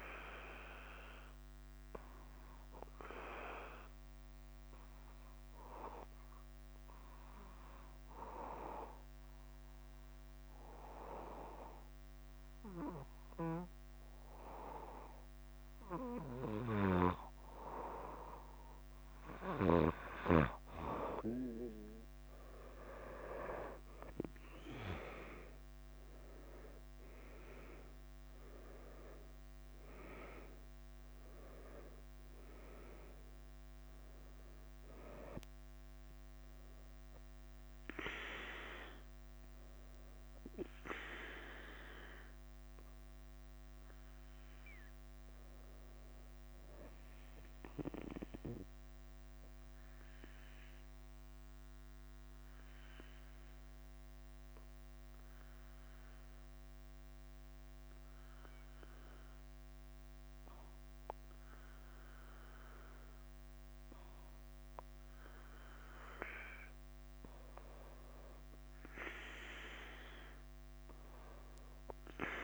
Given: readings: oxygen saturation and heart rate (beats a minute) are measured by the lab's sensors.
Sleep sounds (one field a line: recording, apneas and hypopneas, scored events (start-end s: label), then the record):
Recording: breathing in sleep by a microphone on the trachea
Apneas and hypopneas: 2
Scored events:
0.00-72.44 s: bradycardia (device-marked, heart rate 44 extreme)
1.00-18.50 s: obstructive apnea (oxygen 98% before, 93% lowest, heart rate 52 before, 50 extreme, up 3 after)
21.50-25.00 s: arousal
49.00-66.50 s: obstructive apnea (oxygen 98% before, 93% lowest, heart rate 55 before, 49 extreme, up 5 after)
51.50-67.50 s: oxygen desaturation (device-marked, oxygen 97% before, 93% lowest, heart rate 54 before, 49 extreme)
68.50-72.44 s: arousal
From the record:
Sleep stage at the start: N2 (light sleep)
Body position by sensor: on the back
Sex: male